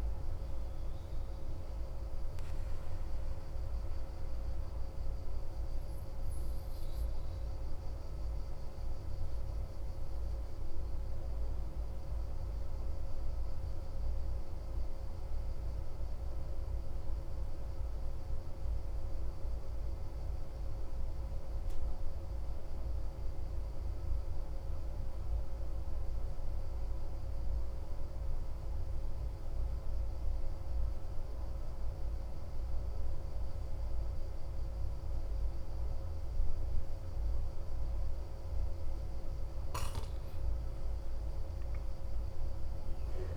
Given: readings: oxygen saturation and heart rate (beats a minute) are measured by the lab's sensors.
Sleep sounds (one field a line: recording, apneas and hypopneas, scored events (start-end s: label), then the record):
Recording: breathing in sleep, hard to hear, by a room microphone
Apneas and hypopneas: 1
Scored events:
0.00-9.50 s: oxygen desaturation (device-marked, oxygen 91% lowest, heart rate 34 extreme)
9.00-38.50 s: obstructive apnea (oxygen 95% before, 92% lowest, heart rate 46 before, 34 extreme, up 12 after)
36.50-43.37 s: oxygen desaturation (device-marked, oxygen 97% before, 92% lowest, heart rate 42 before, 42 extreme)
41.00-43.37 s: arousal
From the record:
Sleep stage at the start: N2 (light sleep)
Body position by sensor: on the back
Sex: male